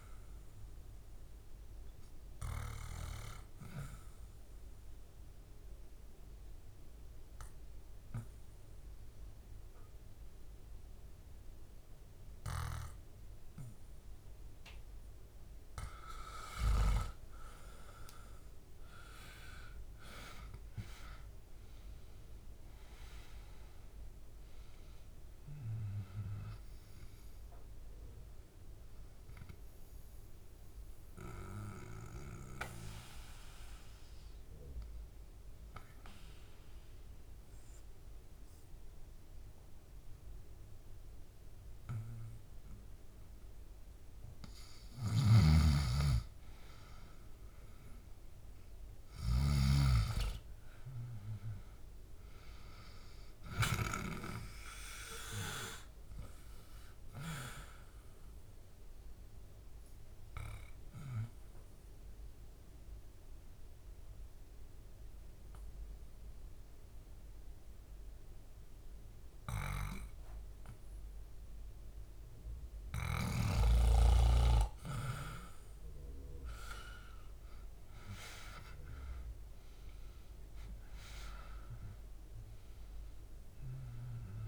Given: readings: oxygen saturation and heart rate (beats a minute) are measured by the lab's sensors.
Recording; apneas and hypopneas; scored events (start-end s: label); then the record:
breathing in sleep by a room microphone; 3
0.00-3.00 s: oxygen desaturation (device-marked, oxygen 92% lowest, heart rate 63 extreme)
4.00-15.50 s: obstructive apnea (oxygen 98% before, 90% lowest, heart rate 69 before, 63 extreme, up 9 after)
11.00-21.00 s: oxygen desaturation (device-marked, oxygen 97% before, 93% lowest, heart rate 69 before, 65 extreme)
19.50-23.50 s: arousal
29.50-44.00 s: obstructive apnea (oxygen 97% before, 90% lowest, heart rate 69 before, 68 extreme, up 1 after)
38.00-48.00 s: oxygen desaturation (device-marked, oxygen 96% before, 92% lowest, heart rate 71 before, 68 extreme)
44.50-49.50 s: snoring (device-marked)
48.50-53.00 s: arousal
58.50-72.50 s: obstructive apnea (oxygen 98% before, 90% lowest, heart rate 71 before, 68 extreme, up 4 after)
60.00-75.00 s: oxygen desaturation (device-marked, oxygen 98% before, 90% lowest, heart rate 72 before, 68 extreme)
75.50-80.50 s: arousal
From the record:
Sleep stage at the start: N2 (light sleep); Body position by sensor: on the back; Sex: male